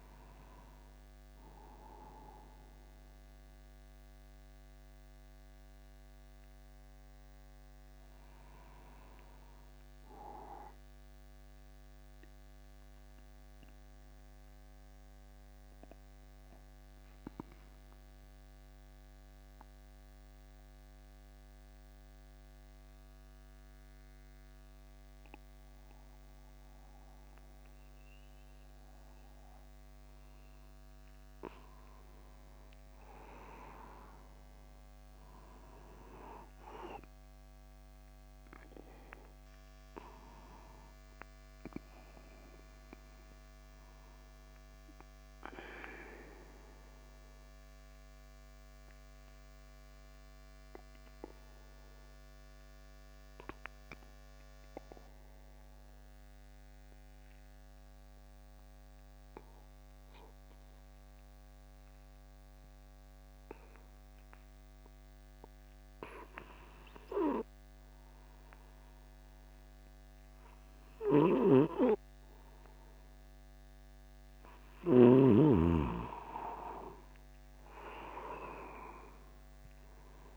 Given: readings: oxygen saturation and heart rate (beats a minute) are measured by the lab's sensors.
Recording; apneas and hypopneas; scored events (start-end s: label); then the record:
breathing in sleep by a microphone on the trachea; 2
11.50-31.00 s: mixed apnea (oxygen 98% before, 95% lowest, heart rate 50 before, 49 extreme, up 9 after)
32.00-34.00 s: long interval between heartbeats (device-marked, heart rate 50 before, 58 extreme)
32.50-36.50 s: arousal
48.00-72.50 s: obstructive apnea (oxygen 98% before, 94% lowest, heart rate 53 before, 50 extreme, up 10 after)
49.50-51.50 s: long interval between heartbeats (device-marked, heart rate 53 before, 59 extreme)
67.50-69.50 s: long interval between heartbeats (device-marked, heart rate 53 before, 59 extreme)
71.50-75.50 s: snoring (device-marked)
76.00-78.00 s: long interval between heartbeats (device-marked, heart rate 54 before, 59 extreme)
76.00-79.50 s: arousal
From the record:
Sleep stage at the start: N2 (light sleep); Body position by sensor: upright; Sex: male